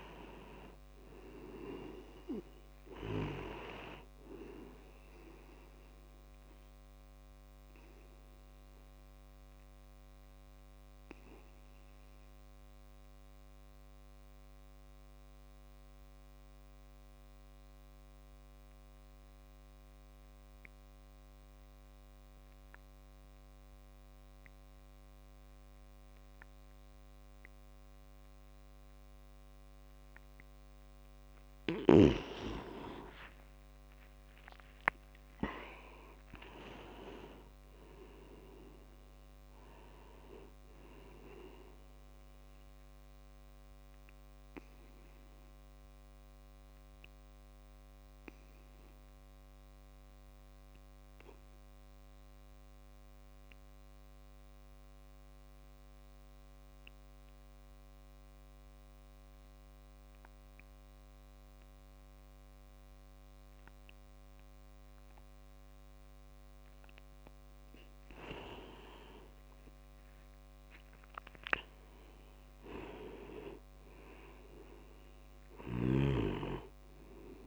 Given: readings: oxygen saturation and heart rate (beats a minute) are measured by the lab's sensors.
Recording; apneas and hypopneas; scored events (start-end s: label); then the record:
breathing in sleep by a microphone on the trachea; 2
0.00-22.00 s: oxygen desaturation (device-marked, oxygen 87% lowest, heart rate 26 extreme)
8.50-29.50 s: obstructive apnea (oxygen 97% before, 87% lowest, heart rate 48 before, 26 extreme)
32.50-37.00 s: arousal
33.00-36.00 s: tachycardia (device-marked, heart rate 58 before, 86 extreme)
38.00-59.00 s: oxygen desaturation (device-marked, oxygen 98% before, 90% lowest)
43.50-66.50 s: obstructive apnea (oxygen 98% before, 90% lowest)
68.50-72.50 s: arousal
76.00-77.47 s: oxygen desaturation (device-marked, oxygen 97% before, 91% lowest)
From the record:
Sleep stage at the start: N2 (light sleep); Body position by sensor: on the back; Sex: male